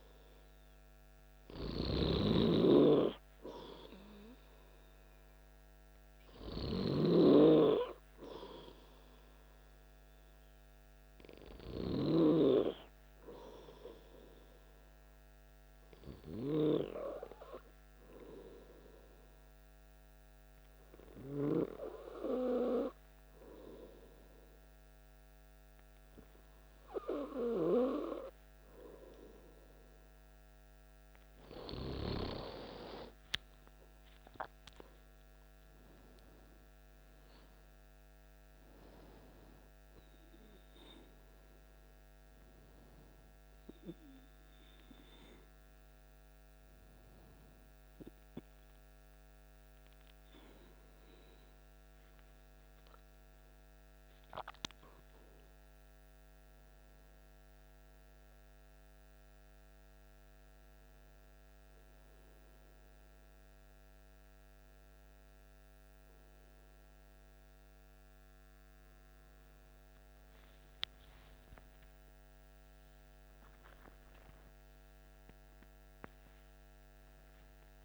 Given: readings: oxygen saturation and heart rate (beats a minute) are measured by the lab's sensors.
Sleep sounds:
breathing in sleep by a microphone on the trachea; 1
17.00-30.50 s: hypopnea (oxygen 98% before, 95% lowest, heart rate 55 before, 55 extreme, up 7 after)
34.00-37.50 s: arousal
52.00-77.85 s: new sleep stage, N1 (lightest sleep)
66.00-71.00 s: oxygen desaturation (device-marked, oxygen 100% before, 97% lowest, heart rate 59 before, 55 extreme)
72.50-77.85 s: arousal
From the record:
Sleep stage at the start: N2 (light sleep); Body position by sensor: on the back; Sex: male

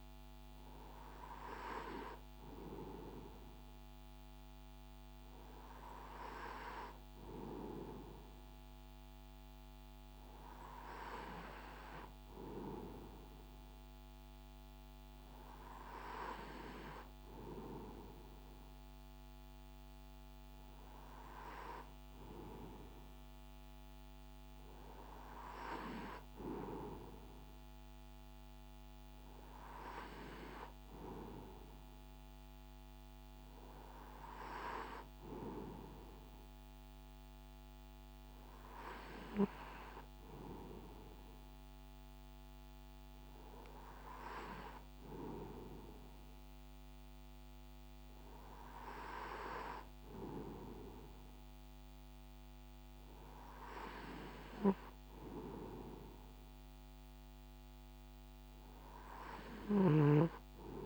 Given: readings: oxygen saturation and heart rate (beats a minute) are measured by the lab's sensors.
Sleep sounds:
breathing in sleep by a microphone on the trachea; none
none scored
From the record:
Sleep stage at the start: N2 (light sleep); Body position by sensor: on the right side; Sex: male

